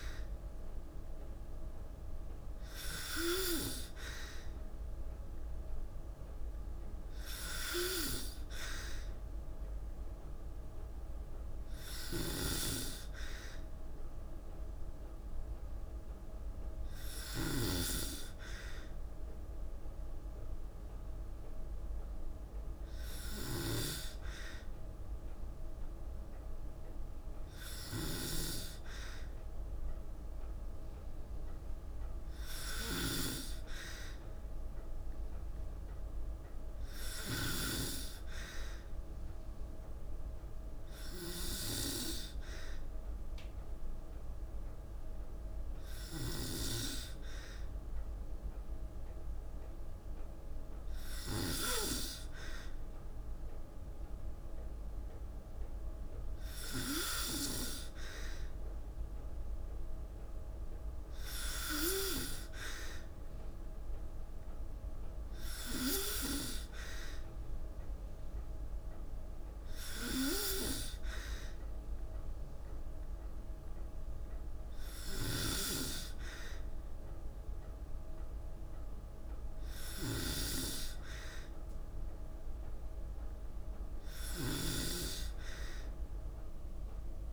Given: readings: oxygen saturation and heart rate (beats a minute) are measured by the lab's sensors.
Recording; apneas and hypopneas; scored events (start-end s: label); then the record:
breathing in sleep by a room microphone; none
11.50-17.00 s: snoring (device-marked)
23.00-51.00 s: snoring (device-marked)
74.50-87.33 s: snoring (device-marked)
From the record:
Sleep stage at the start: N2 (light sleep); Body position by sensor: on the back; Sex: female